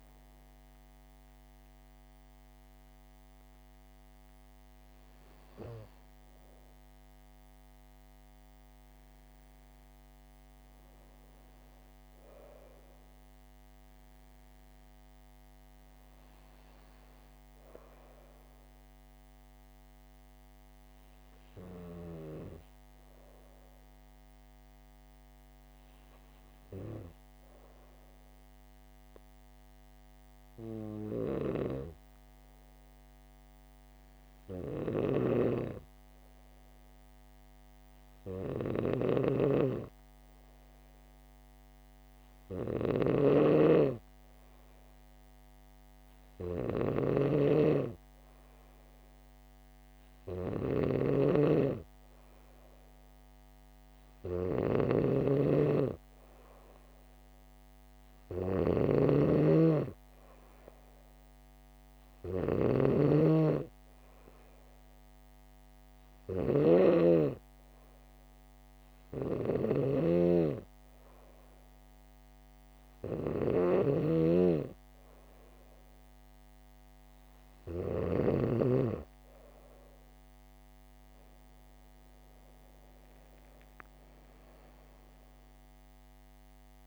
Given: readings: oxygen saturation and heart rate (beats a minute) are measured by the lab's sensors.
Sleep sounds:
breathing in sleep by a microphone on the trachea; 1
5.50-86.87 s: new sleep stage, N2 (light sleep)
9.50-13.50 s: arousal
17.50-40.00 s: hypopnea (oxygen 97% before, 95% lowest, heart rate 74 before, 67 extreme, up 0 after)
35.00-78.50 s: snoring (device-marked)
42.50-45.50 s: arousal
81.00-84.50 s: arousal
From the record:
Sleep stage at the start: N3 (deep sleep); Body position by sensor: on the back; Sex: female

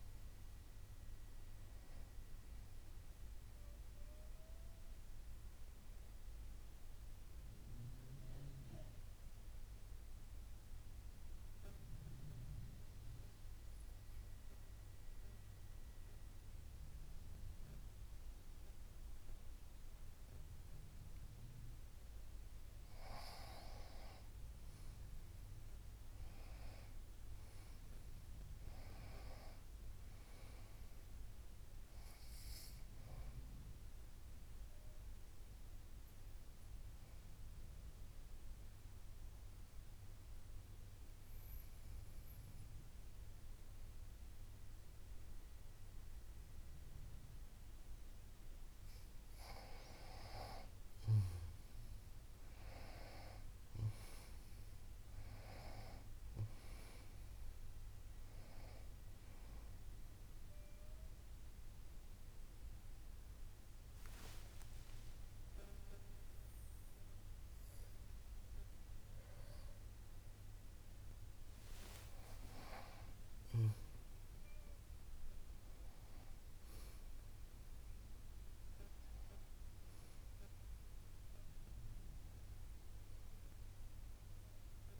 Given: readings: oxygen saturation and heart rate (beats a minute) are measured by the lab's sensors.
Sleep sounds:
breathing in sleep by a room microphone; 2
0.00-14.00 s: oxygen desaturation (device-marked, oxygen 91% lowest, heart rate 53 extreme)
13.50-24.50 s: hypopnea (oxygen 96% before, 93% lowest, heart rate 77 before, 51 extreme, up 36 after)
26.00-29.50 s: arousal
31.00-47.00 s: oxygen desaturation (device-marked, oxygen 98% before, 93% lowest, heart rate 66 before, 51 extreme)
38.50-50.00 s: obstructive apnea (oxygen 98% before, 93% lowest, heart rate 67 before, 53 extreme, up 27 after)
51.50-54.50 s: arousal
56.00-75.00 s: oxygen desaturation (device-marked, oxygen 97% before, 93% lowest, heart rate 60 before, 56 extreme)
60.00-85.00 s: new sleep stage, N1 (lightest sleep)
65.50-72.50 s: arousal
From the record:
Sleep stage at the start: N2 (light sleep); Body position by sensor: on the back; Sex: female

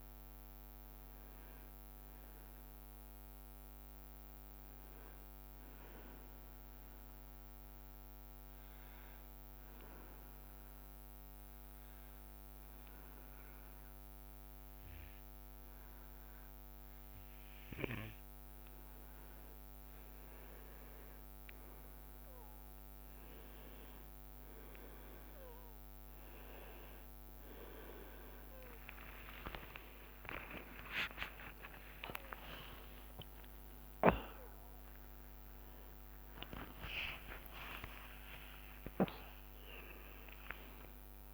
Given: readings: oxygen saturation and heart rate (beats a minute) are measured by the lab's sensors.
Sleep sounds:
a person partly awake in a sleep study, by a microphone on the trachea; 1
7.00-19.00 s: obstructive apnea (oxygen 97% before, 94% lowest, heart rate 89 before, 63 extreme, up 10 after)
25.50-39.50 s: oxygen desaturation (device-marked, oxygen 99% before, 94% lowest, heart rate 66 before, 93 extreme)
26.50-41.34 s: new sleep stage, awake
From the record:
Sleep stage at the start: N2 (light sleep); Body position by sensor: on the back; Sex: male

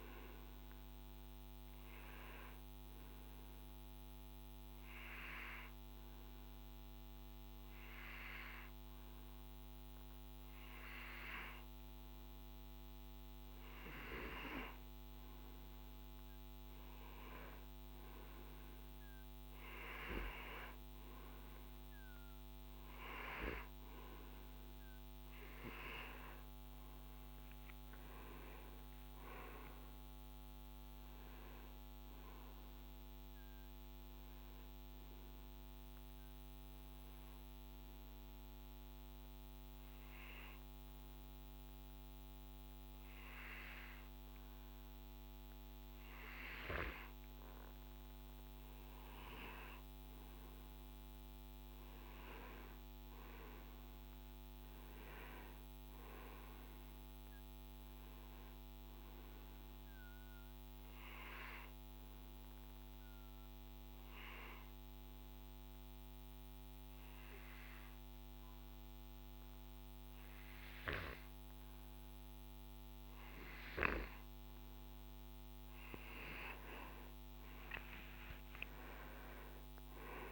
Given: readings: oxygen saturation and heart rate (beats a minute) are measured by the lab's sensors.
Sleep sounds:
breathing in sleep by a microphone on the trachea; 3
3.00-14.00 s: hypopnea (oxygen 95% before, 89% lowest, heart rate 62 before, 59 extreme, up 5 after)
16.00-19.50 s: arousal
20.00-32.00 s: oxygen desaturation (device-marked, oxygen 94% before, 90% lowest, heart rate 61 before, 59 extreme)
29.50-33.00 s: arousal
36.50-48.50 s: hypopnea (oxygen 94% before, 88% lowest, heart rate 66 before, 53 extreme, up 8 after)
52.00-55.50 s: arousal
54.00-70.00 s: oxygen desaturation (device-marked, oxygen 95% before, 89% lowest, heart rate 63 before, 53 extreme)
63.00-75.00 s: obstructive apnea (oxygen 95% before, 88% lowest, heart rate 64 before, 53 extreme, up 19 after)
77.50-80.32 s: arousal
From the record:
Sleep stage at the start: N2 (light sleep); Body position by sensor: on the back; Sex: male

